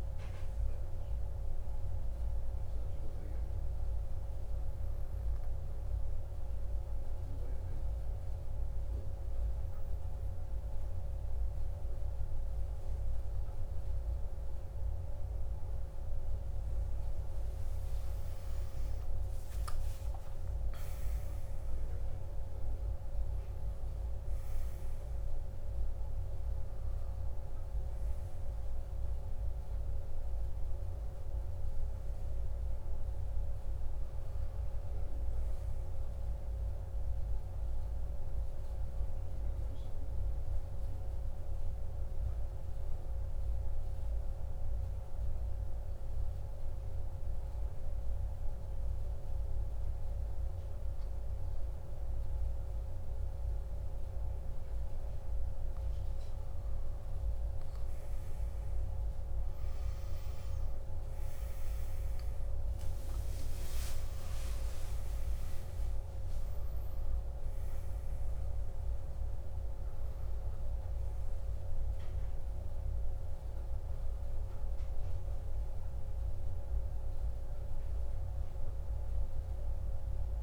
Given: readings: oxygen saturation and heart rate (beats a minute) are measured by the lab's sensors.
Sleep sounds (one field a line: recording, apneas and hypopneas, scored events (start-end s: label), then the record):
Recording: breathing in sleep, hard to hear, by a room microphone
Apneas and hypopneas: 2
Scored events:
3.00-14.00 s: hypopnea (oxygen 99% before, 96% lowest, heart rate 55 before, 52 extreme, up 10 after)
18.00-22.50 s: arousal
41.50-56.00 s: mixed apnea (oxygen 99% before, 95% lowest, heart rate 55 before, 53 extreme, up 8 after)
59.50-64.00 s: arousal
65.50-80.43 s: oxygen desaturation (device-marked, oxygen 99% before, 95% lowest, heart rate 55 before, 53 extreme)
From the record:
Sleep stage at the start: N1 (lightest sleep)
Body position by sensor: on the back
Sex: male